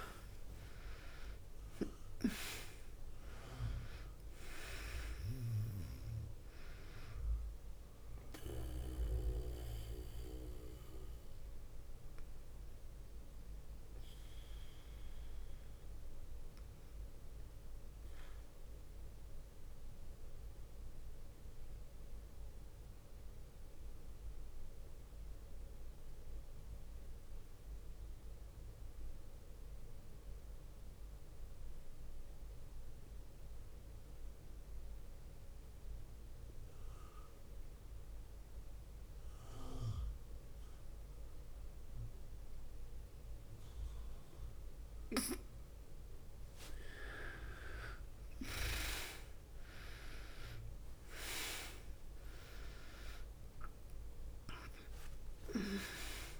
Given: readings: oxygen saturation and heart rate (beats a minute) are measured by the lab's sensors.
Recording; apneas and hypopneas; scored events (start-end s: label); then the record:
breathing in sleep by a room microphone; 1
0.00-23.50 s: oxygen desaturation (device-marked, oxygen 87% lowest, heart rate 49 extreme)
15.50-45.00 s: mixed apnea (oxygen 99% before, 87% lowest, heart rate 57 before, 47 extreme, up 9 after)
42.50-56.40 s: oxygen desaturation (device-marked, oxygen 100% before, 88% lowest, heart rate 52 before, 47 extreme)
46.50-52.50 s: arousal
From the record:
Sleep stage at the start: N2 (light sleep); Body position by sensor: on the back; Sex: female